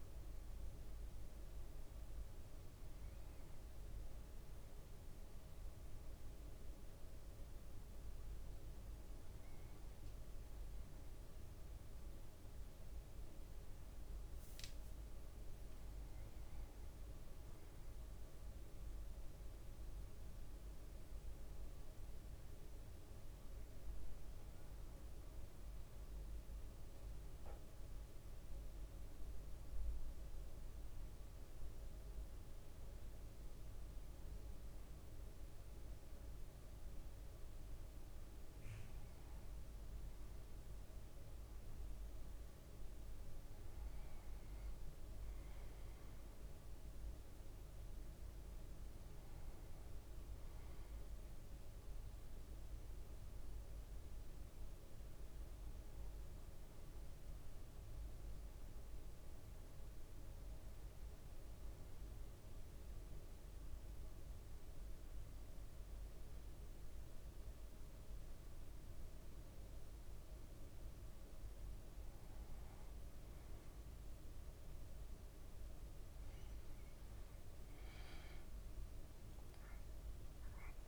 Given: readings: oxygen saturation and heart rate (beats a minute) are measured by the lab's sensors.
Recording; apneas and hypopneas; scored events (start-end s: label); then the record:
breathing in sleep, hard to hear, by a room microphone; 2
18.50-23.00 s: arousal
26.50-39.00 s: hypopnea (oxygen 99% before, 96% lowest, heart rate 59 before, 57 extreme, up 2 after)
44.00-48.50 s: arousal
62.00-72.50 s: central apnea (oxygen 98% before, 97% lowest, heart rate 59 before, 56 extreme, up 3 after)
75.00-79.50 s: arousal
From the record:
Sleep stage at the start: N2 (light sleep); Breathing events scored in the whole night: 223 in 6.4 hours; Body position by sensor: on the back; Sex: male